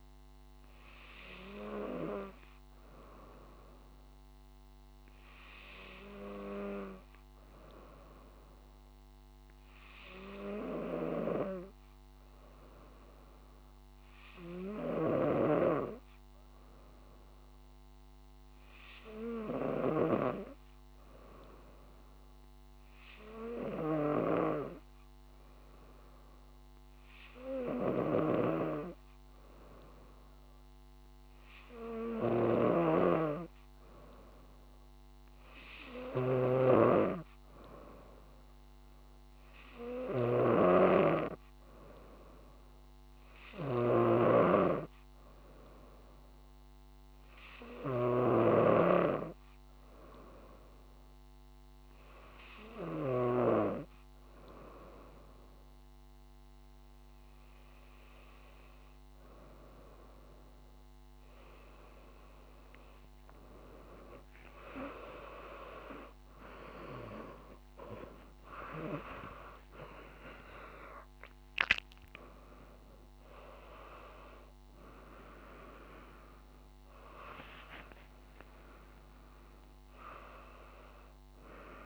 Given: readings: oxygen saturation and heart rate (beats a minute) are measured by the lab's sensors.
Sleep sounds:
breathing in sleep by a microphone on the trachea; none
28.50-54.00 s: snoring (device-marked)
68.00-81.86 s: new sleep stage, awake
From the record:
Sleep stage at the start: N2 (light sleep); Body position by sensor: on the right side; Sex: female

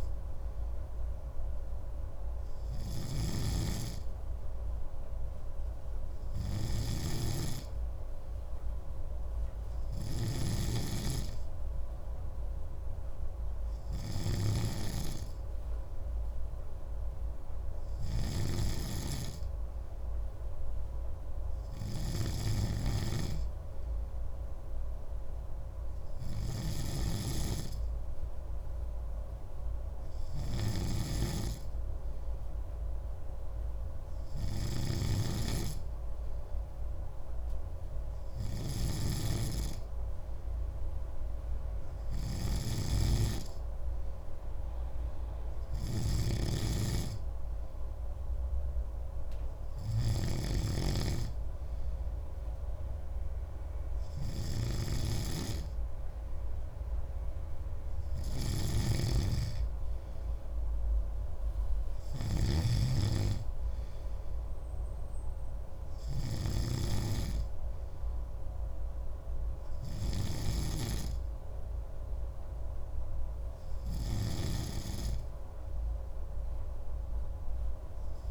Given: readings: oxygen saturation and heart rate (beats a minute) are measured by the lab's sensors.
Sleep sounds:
breathing in sleep by a room microphone; none
0.00-78.31 s: snoring (device-marked)
From the record:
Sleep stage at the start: N3 (deep sleep); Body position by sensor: on the right side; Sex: male

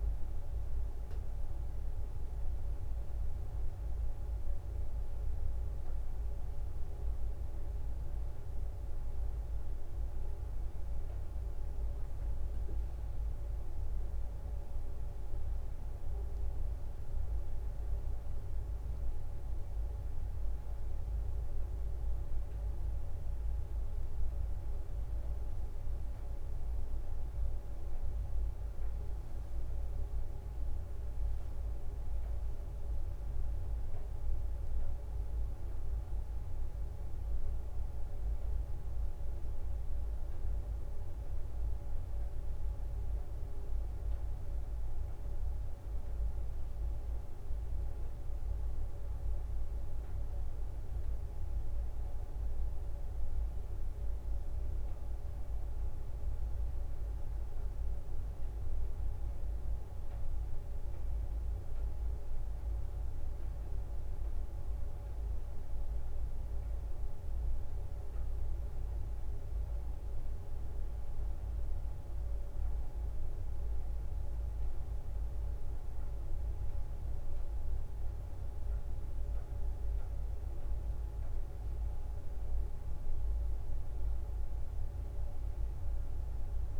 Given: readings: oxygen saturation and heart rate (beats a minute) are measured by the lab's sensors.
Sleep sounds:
a person awake in a sleep study, hard to hear, by a room microphone; none
11.00-22.00 s: drop in pulse transit time (device-marked, heart rate 64 before, 63 extreme)
31.00-34.00 s: leg movement (device-marked)
From the record:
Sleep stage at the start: awake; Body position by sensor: on the right side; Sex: female

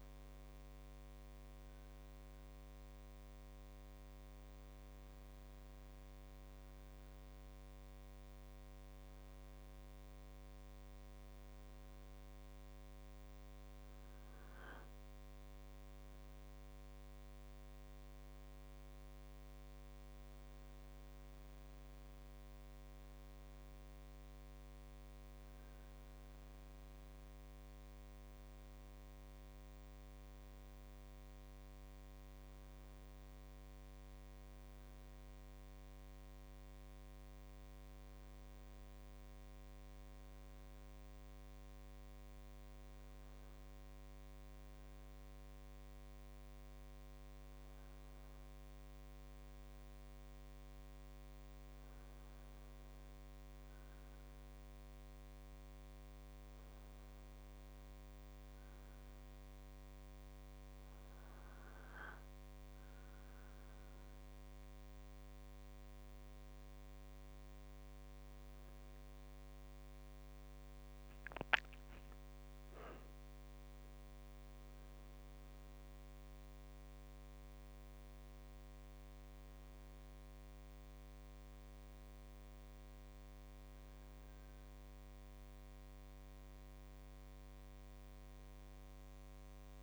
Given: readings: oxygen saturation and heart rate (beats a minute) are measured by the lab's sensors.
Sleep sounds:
a person awake in a sleep study, hard to hear, by a microphone on the trachea; none
none scored
From the record:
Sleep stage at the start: awake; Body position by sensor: on the right side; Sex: male

